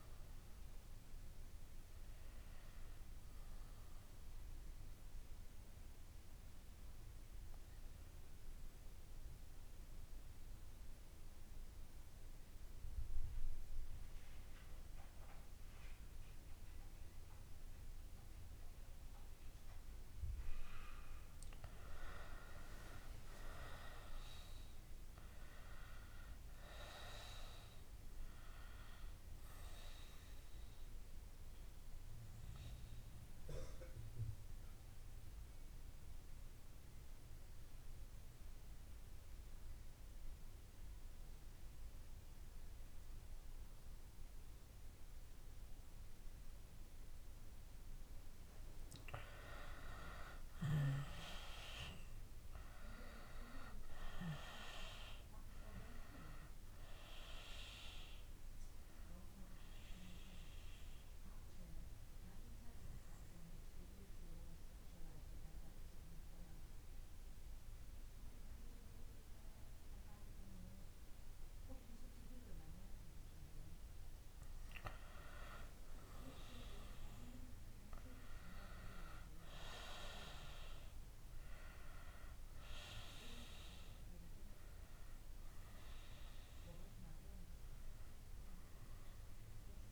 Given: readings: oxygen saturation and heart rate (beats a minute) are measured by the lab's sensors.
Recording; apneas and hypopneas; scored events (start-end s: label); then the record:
breathing in sleep by a room microphone; 3
3.00-6.50 s: arousal
10.00-20.50 s: central apnea (oxygen 93% before, 86% lowest)
23.00-26.50 s: arousal
29.50-50.50 s: oxygen desaturation (device-marked, oxygen 96% before, 88% lowest)
31.50-48.50 s: mixed apnea (oxygen 97% before, 86% lowest)
51.00-54.50 s: arousal
61.50-74.00 s: obstructive apnea (oxygen 95% before, 86% lowest)
61.50-81.50 s: oxygen desaturation (device-marked, oxygen 95% before, 86% lowest)
82.00-85.50 s: arousal
From the record:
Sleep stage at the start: N2 (light sleep); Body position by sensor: on the left side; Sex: female